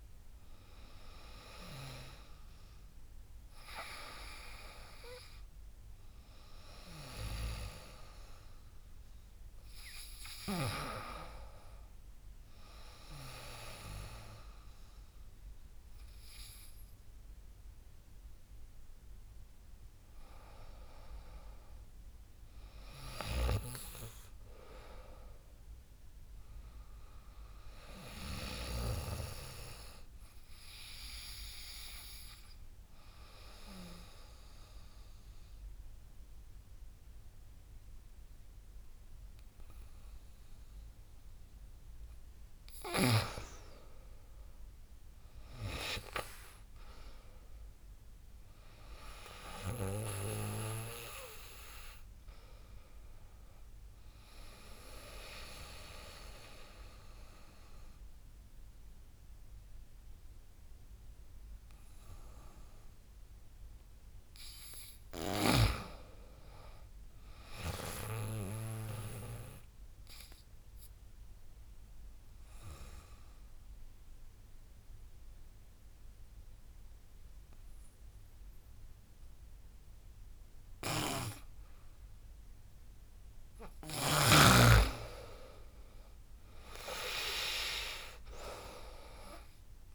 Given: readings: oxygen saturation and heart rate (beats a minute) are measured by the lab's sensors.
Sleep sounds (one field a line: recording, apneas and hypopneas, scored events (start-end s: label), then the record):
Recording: breathing in sleep by a room microphone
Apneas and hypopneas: 3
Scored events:
22.50-28.50 s: snoring (device-marked)
27.50-40.00 s: obstructive apnea (oxygen 100% before, 94% lowest, heart rate 76 before, 78 extreme, up 13 after)
33.00-89.95 s: new sleep stage, N2 (light sleep)
43.50-47.50 s: arousal
44.00-55.00 s: drop in pulse transit time (device-marked, heart rate 81 before, 88 extreme)
48.00-61.00 s: oxygen desaturation (device-marked, oxygen 98% before, 94% lowest, heart rate 83 before, 81 extreme)
53.50-64.00 s: obstructive apnea (oxygen 98% before, 94% lowest, heart rate 86 before, 81 extreme, up 9 after)
65.00-67.00 s: arousal
70.00-82.50 s: obstructive apnea (oxygen 98% before, 94% lowest, heart rate 86 before, 78 extreme, up 7 after)
80.50-89.95 s: snoring (device-marked)
85.00-89.95 s: drop in pulse transit time (device-marked, heart rate 88 before, 86 extreme)
85.50-88.00 s: arousal
88.00-89.95 s: oxygen desaturation (device-marked, oxygen 97% before, 94% lowest, heart rate 89 before, 78 extreme)
From the record:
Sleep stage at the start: N1 (lightest sleep)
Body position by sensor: on the back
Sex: female